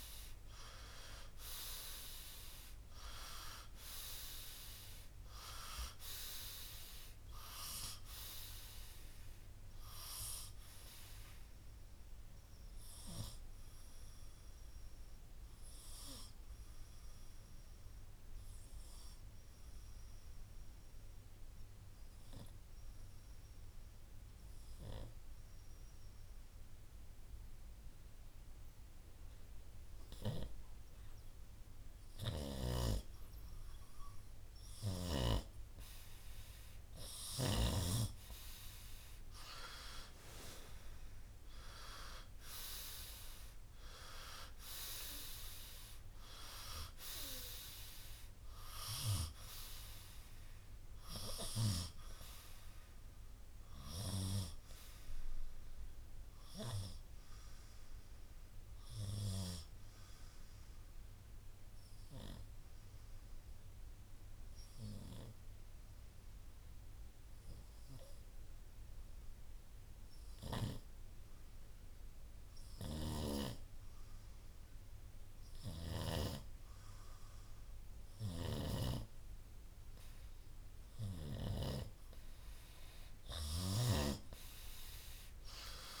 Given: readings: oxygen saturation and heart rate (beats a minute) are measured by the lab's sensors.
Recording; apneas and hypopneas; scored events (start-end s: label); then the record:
breathing in sleep by a room microphone; 2
15.00-31.00 s: oxygen desaturation (device-marked, oxygen 95% before, 91% lowest, heart rate 66 before, 59 extreme)
17.50-32.50 s: obstructive apnea (oxygen 96% before, 91% lowest, heart rate 65 before, 59 extreme, up 9 after)
40.00-44.00 s: arousal
59.00-77.00 s: obstructive apnea (oxygen 96% before, 92% lowest, heart rate 67 before, 60 extreme, up 5 after)
82.50-86.00 s: arousal
From the record:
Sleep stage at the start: N2 (light sleep); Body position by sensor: on the right side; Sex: male